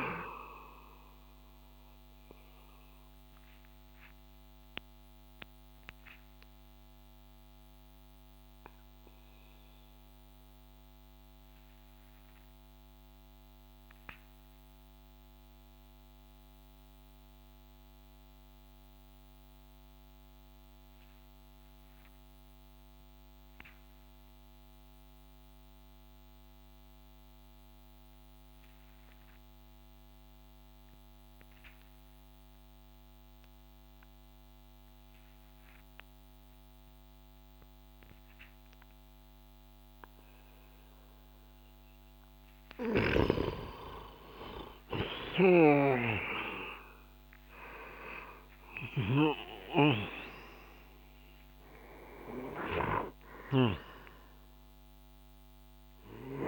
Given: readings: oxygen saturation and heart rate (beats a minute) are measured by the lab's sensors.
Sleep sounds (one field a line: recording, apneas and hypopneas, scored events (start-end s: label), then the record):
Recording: breathing in sleep by a microphone on the trachea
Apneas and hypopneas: 1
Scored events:
0.00-22.50 s: oxygen desaturation (device-marked, oxygen 92% lowest)
2.50-42.00 s: mixed apnea (oxygen 98% before, 89% lowest)
40.50-56.48 s: oxygen desaturation (device-marked, oxygen 96% before, 89% lowest)
43.00-47.50 s: arousal
44.50-56.00 s: snoring (device-marked)
From the record:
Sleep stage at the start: N2 (light sleep)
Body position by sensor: on the back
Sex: male